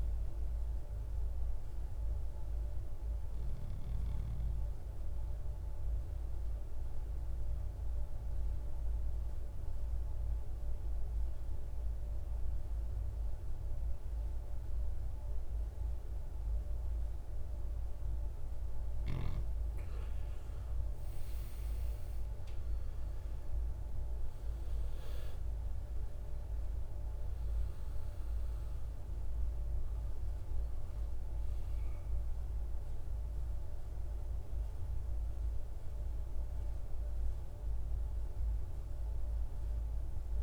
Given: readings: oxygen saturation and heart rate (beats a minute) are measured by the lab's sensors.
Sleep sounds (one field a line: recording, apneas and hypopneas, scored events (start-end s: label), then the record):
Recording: breathing in sleep, hard to hear, by a room microphone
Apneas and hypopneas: 1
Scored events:
4.50-19.00 s: obstructive apnea (oxygen 98% before, 86% lowest, heart rate 58 before, 50 extreme, up 13 after)
16.50-40.43 s: oxygen desaturation (device-marked, oxygen 98% before, 86% lowest, heart rate 57 before, 50 extreme)
21.00-25.00 s: arousal
From the record:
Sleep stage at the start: N2 (light sleep)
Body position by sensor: on the right side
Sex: male